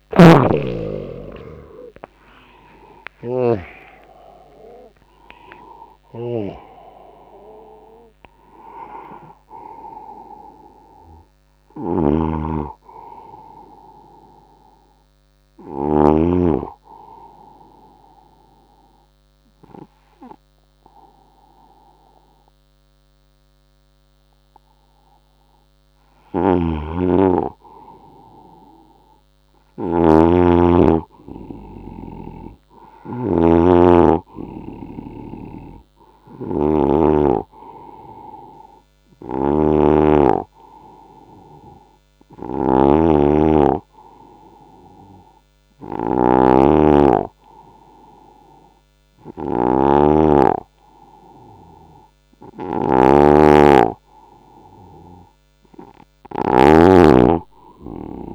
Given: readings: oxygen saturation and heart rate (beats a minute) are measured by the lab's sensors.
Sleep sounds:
breathing in sleep by a microphone on the trachea; 1
0.00-1.50 s: oxygen desaturation (device-marked, oxygen 90% lowest, heart rate 78 extreme)
0.00-3.50 s: snoring (device-marked)
3.50-9.50 s: oxygen desaturation (device-marked, oxygen 95% before, 91% lowest, heart rate 84 before, 73 extreme)
5.50-16.00 s: snoring (device-marked)
16.00-26.50 s: obstructive apnea (oxygen 95% before, 92% lowest, heart rate 89 before, 72 extreme, up 0 after)
26.00-56.50 s: snoring (device-marked)
29.50-32.50 s: arousal
38.50-48.50 s: oxygen desaturation (device-marked, oxygen 99% before, 95% lowest, heart rate 78 before, 70 extreme)
From the record:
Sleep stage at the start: N2 (light sleep); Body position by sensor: on the right side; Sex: male

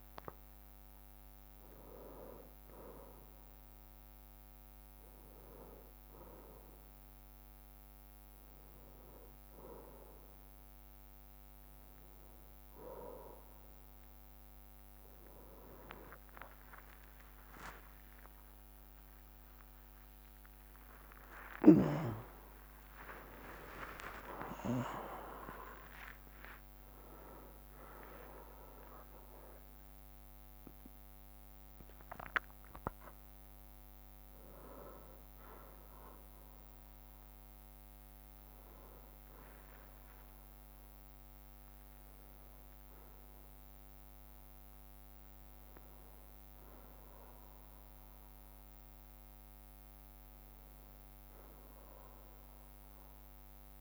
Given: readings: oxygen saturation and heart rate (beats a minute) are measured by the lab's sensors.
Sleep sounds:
a person awake in a sleep study, by a microphone on the trachea; none
9.00-53.81 s: new sleep stage, awake
14.00-23.00 s: tachycardia (device-marked, heart rate 68 before, 133 extreme)
16.00-18.00 s: long interval between heartbeats (device-marked, heart rate 68 before, 90 extreme)
21.00-23.00 s: long interval between heartbeats (device-marked, heart rate 79 before, 131 extreme)
25.00-27.00 s: long interval between heartbeats (device-marked, heart rate 89 before, 99 extreme)
From the record:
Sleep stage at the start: N1 (lightest sleep); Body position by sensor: on the back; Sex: male

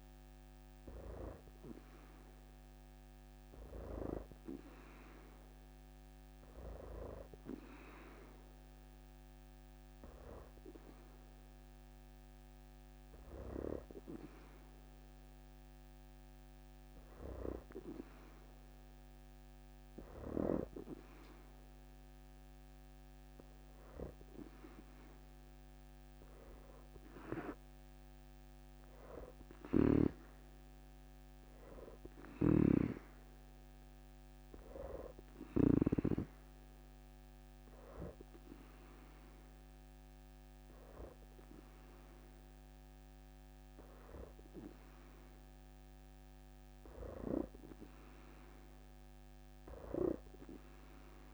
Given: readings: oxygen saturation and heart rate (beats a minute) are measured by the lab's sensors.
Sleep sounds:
breathing in sleep by a microphone on the trachea; 1
7.50-18.00 s: obstructive apnea (oxygen 93% before, 84% lowest, heart rate 82 before, 70 extreme, up 1 after)
8.00-21.00 s: oxygen desaturation (device-marked, oxygen 90% before, 85% lowest, heart rate 82 before, 69 extreme)
21.50-25.50 s: arousal
29.50-31.50 s: leg movement (device-marked)
32.00-35.50 s: snoring (device-marked)
33.00-50.00 s: oxygen desaturation (device-marked, oxygen 87% before, 84% lowest, heart rate 81 before, 67 extreme)
From the record:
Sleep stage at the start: N2 (light sleep); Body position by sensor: on the back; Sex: female

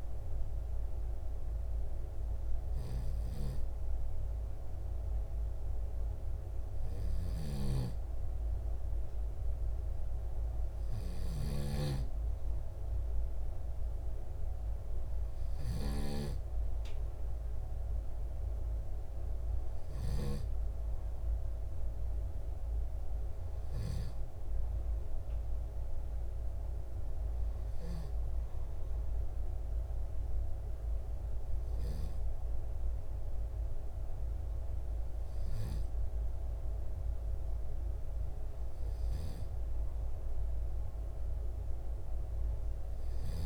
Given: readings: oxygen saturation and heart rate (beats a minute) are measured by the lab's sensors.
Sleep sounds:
breathing in sleep by a room microphone; none
none scored
From the record:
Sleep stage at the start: N2 (light sleep); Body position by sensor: on the back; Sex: male

